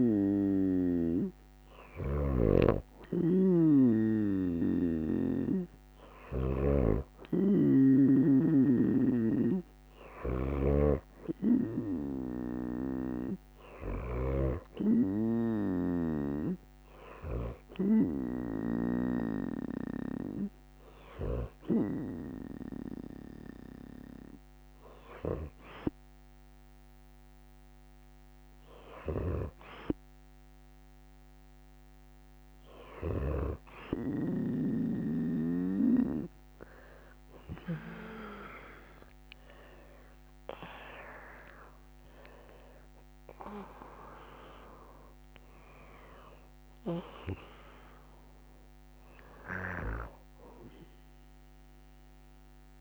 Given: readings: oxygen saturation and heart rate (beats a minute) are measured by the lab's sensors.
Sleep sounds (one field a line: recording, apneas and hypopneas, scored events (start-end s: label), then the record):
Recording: breathing in sleep by a microphone on the trachea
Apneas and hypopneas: none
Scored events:
2.50-7.50 s: snoring (device-marked)
39.50-44.00 s: arousal
From the record:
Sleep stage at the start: N2 (light sleep)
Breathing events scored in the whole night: 224 in 4.0 hours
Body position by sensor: on the right side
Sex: female